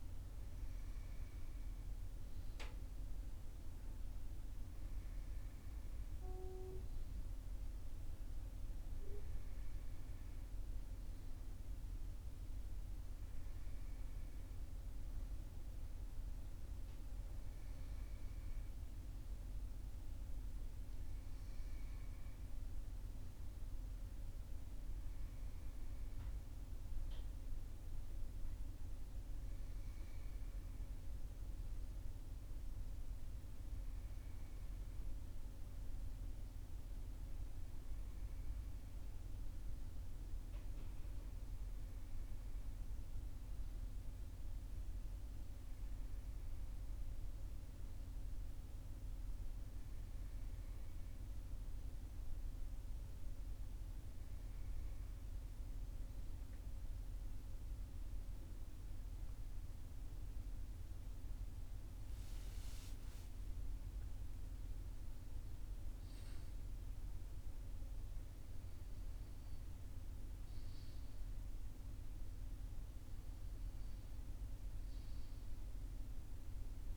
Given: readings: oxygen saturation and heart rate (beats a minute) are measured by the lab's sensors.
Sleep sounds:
breathing in sleep, hard to hear, by a room microphone; none
42.50-76.97 s: new sleep stage, N1 (lightest sleep)
58.50-63.00 s: arousal
From the record:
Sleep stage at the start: N2 (light sleep); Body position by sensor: on the right side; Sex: male

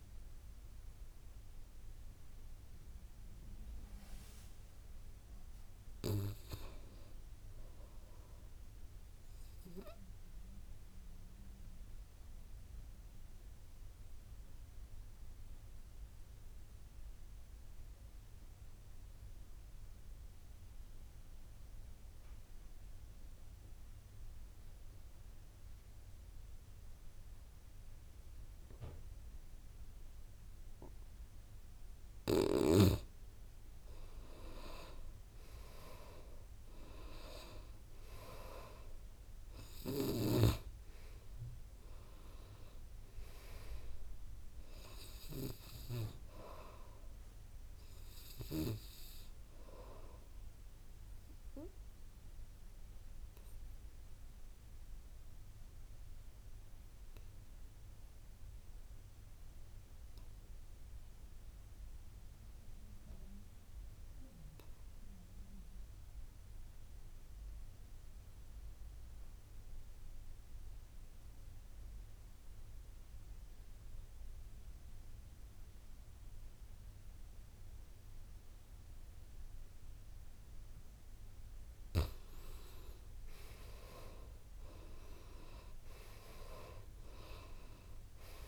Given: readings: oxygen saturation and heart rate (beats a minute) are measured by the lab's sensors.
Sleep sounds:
breathing in sleep by a room microphone; 2
0.00-3.00 s: arousal
9.50-33.00 s: obstructive apnea (oxygen 99% before, 82% lowest, heart rate 53 before, 53 extreme, up 10 after)
13.00-61.00 s: oxygen desaturation (device-marked, oxygen 99% before, 82% lowest, heart rate 54 before, 46 extreme)
36.00-39.50 s: arousal
52.50-81.00 s: obstructive apnea (oxygen 96% before, 79% lowest, heart rate 64 before, 46 extreme, up 10 after)
61.50-63.50 s: long interval between heartbeats (device-marked, heart rate 59 before, 54 extreme)
80.00-88.48 s: oxygen desaturation (device-marked, oxygen 98% before, 79% lowest, heart rate 55 before, 54 extreme)
82.50-86.50 s: arousal
From the record:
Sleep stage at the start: N2 (light sleep); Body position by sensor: on the back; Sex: male

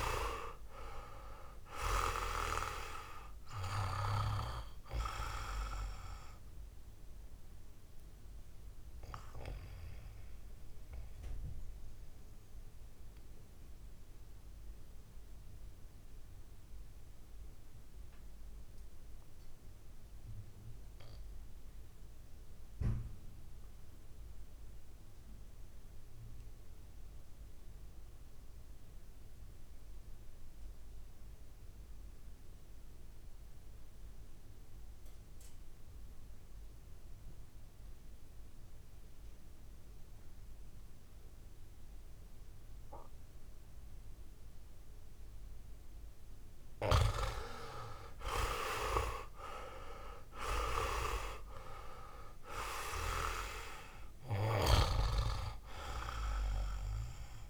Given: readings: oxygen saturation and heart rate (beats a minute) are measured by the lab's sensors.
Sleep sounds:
breathing in sleep by a room microphone; 1
0.00-24.50 s: oxygen desaturation (device-marked, oxygen 86% lowest, heart rate 54 extreme)
7.50-45.00 s: mixed apnea (oxygen 98% before, 84% lowest, heart rate 59 before, 54 extreme, up 7 after)
42.50-57.50 s: oxygen desaturation (device-marked, oxygen 98% before, 84% lowest, heart rate 59 before, 54 extreme)
46.50-51.00 s: arousal
From the record:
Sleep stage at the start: REM sleep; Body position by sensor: on the right side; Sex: male

